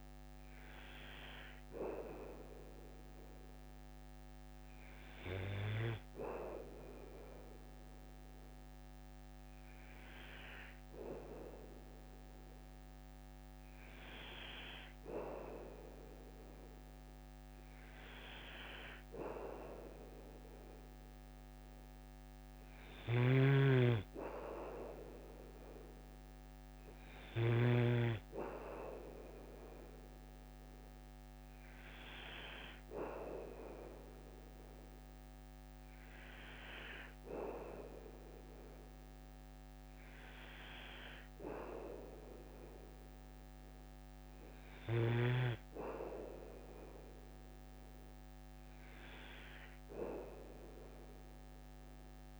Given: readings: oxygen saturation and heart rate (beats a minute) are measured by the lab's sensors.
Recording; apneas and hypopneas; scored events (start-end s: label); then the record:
breathing in sleep by a microphone on the trachea; none
23.00-27.50 s: snoring (device-marked)
From the record:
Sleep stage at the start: N2 (light sleep); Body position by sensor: on the back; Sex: male